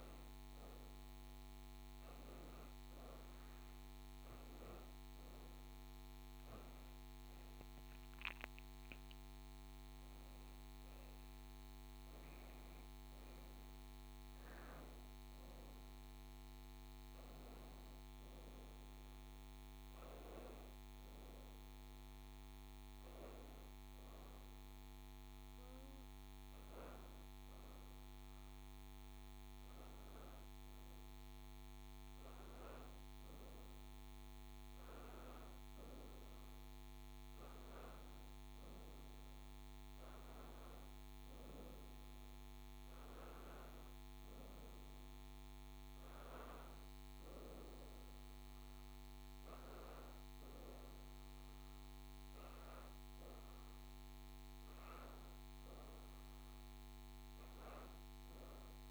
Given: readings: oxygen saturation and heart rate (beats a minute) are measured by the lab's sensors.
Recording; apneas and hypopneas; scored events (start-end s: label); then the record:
breathing in sleep, hard to hear, by a microphone on the trachea; none
16.50-20.00 s: arousal
From the record:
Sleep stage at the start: N1 (lightest sleep); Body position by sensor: on the back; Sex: female